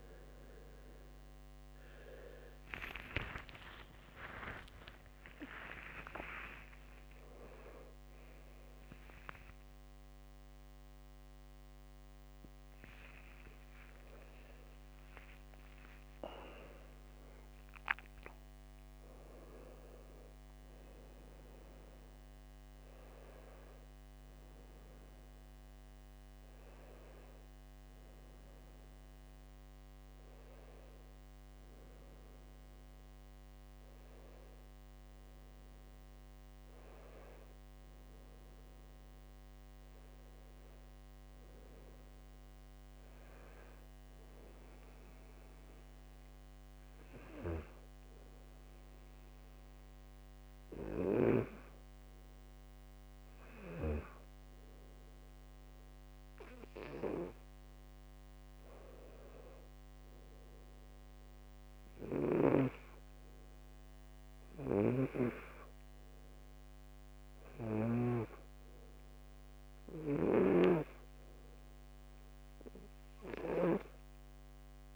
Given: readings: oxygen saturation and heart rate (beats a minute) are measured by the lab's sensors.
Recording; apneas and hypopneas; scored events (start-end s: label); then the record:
a person partly awake in a sleep study, by a microphone on the trachea; none
3.00-20.00 s: oxygen desaturation (device-marked, oxygen 99% before, 94% lowest, heart rate 69 before, 68 extreme)
19.00-49.00 s: new sleep stage, N1 (lightest sleep)
49.00-74.96 s: new sleep stage, N2 (light sleep)
65.00-68.50 s: snoring (device-marked)
From the record:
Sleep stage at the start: awake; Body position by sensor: on the back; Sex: male